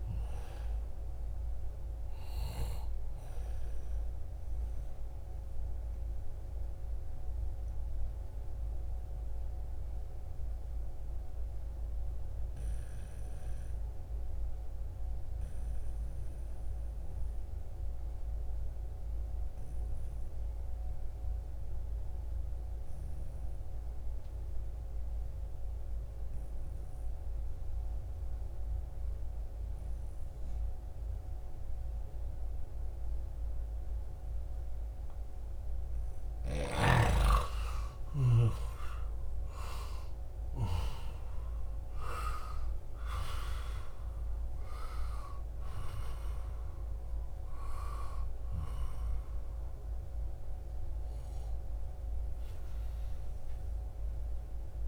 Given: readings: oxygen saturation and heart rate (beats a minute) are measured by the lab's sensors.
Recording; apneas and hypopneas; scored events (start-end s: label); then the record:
breathing in sleep by a room microphone; 1
0.00-13.00 s: oxygen desaturation (device-marked, oxygen 88% lowest, heart rate 57 extreme)
5.00-33.50 s: mixed apnea (oxygen 96% before, 88% lowest, heart rate 72 before, 57 extreme, up 9 after)
29.00-34.00 s: bradycardia (device-marked, heart rate 79 before, 59 extreme)
33.00-54.88 s: oxygen desaturation (device-marked, oxygen 96% before, 88% lowest, heart rate 63 before, 59 extreme)
35.00-38.50 s: arousal
From the record:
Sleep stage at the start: N2 (light sleep); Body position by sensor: on the back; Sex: male